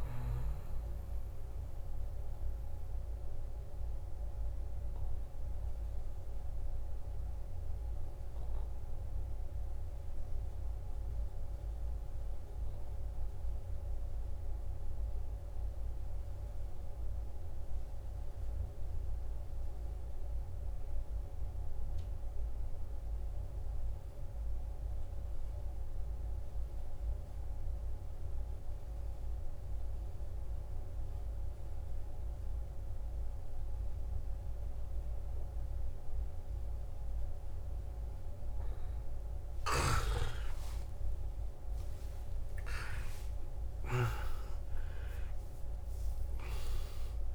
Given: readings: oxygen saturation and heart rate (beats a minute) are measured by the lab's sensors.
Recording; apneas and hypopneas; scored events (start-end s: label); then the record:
breathing in sleep, hard to hear, by a room microphone; 1
0.00-9.50 s: oxygen desaturation (device-marked, oxygen 85% lowest, heart rate 53 extreme)
2.00-39.50 s: obstructive apnea (oxygen 94% before, 85% lowest, heart rate 66 before, 53 extreme, up 14 after)
27.50-47.35 s: oxygen desaturation (device-marked, oxygen 98% before, 88% lowest, heart rate 55 before, 55 extreme)
41.00-45.50 s: arousal
From the record:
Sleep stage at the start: N2 (light sleep); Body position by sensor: on the back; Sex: male